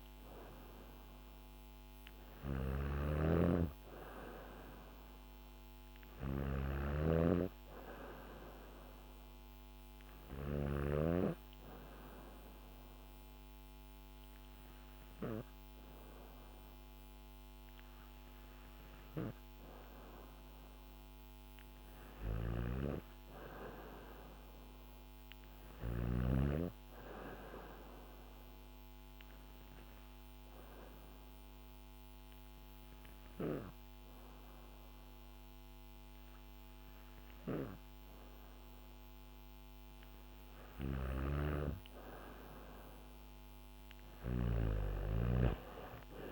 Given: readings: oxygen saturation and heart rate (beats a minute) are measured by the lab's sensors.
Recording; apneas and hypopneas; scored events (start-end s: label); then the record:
breathing in sleep by a microphone on the trachea; 2
0.00-10.00 s: snoring (device-marked)
2.00-5.00 s: arousal
10.00-20.00 s: hypopnea (oxygen 94% before, 91% lowest, heart rate 72 before, 68 extreme, up 2 after)
21.50-24.50 s: arousal
21.50-25.50 s: snoring (device-marked)
28.00-39.50 s: obstructive apnea (oxygen 94% before, 91% lowest, heart rate 71 before, 65 extreme, up 3 after)
40.00-44.00 s: snoring (device-marked)
42.00-44.00 s: arousal
From the record:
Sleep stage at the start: N2 (light sleep); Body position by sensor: on the back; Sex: female